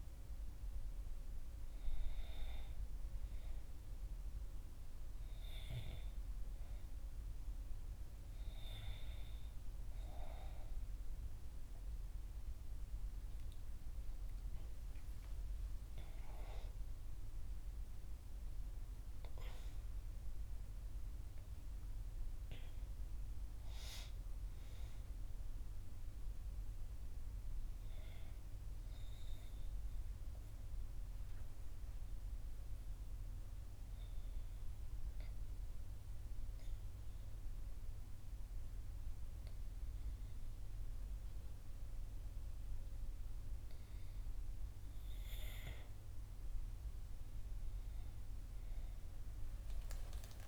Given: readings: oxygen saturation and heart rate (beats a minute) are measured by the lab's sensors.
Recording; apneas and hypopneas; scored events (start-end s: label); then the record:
a person awake in a sleep study, by a room microphone; 1
30.50-45.00 s: obstructive apnea (oxygen 98% before, 93% lowest, heart rate 66 before, 60 extreme, up 4 after)
33.00-50.48 s: new sleep stage, N2 (light sleep)
47.50-50.48 s: arousal
49.00-50.48 s: oxygen desaturation (device-marked, oxygen 97% before, 93% lowest, heart rate 63 before, 60 extreme)
From the record:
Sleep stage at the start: awake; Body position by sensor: on the right side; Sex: female